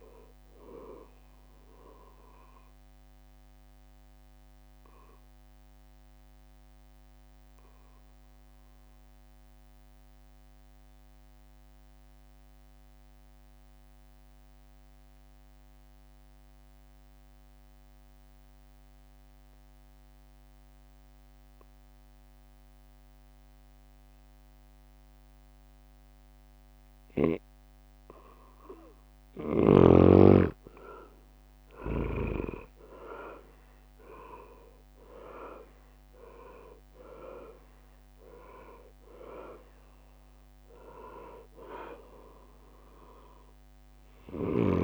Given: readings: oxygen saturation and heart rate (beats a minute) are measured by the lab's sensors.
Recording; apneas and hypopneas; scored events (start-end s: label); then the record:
breathing in sleep by a microphone on the trachea; 1
0.00-5.50 s: drop in pulse transit time (device-marked, heart rate 63 extreme)
0.00-18.50 s: oxygen desaturation (device-marked, oxygen 91% lowest, heart rate 61 extreme)
2.00-29.50 s: obstructive apnea (oxygen 99% before, 91% lowest, heart rate 74 before, 61 extreme, up 12 after)
28.50-33.00 s: leg movement (device-marked)
31.50-44.83 s: drop in pulse transit time (device-marked, heart rate 62 before, 65 extreme)
31.50-44.83 s: oxygen desaturation (device-marked, oxygen 100% before, 91% lowest, heart rate 62 before, 58 extreme)
33.00-38.00 s: arousal
35.00-36.50 s: leg movement (device-marked)
From the record:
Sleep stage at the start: N2 (light sleep); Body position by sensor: on the back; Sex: male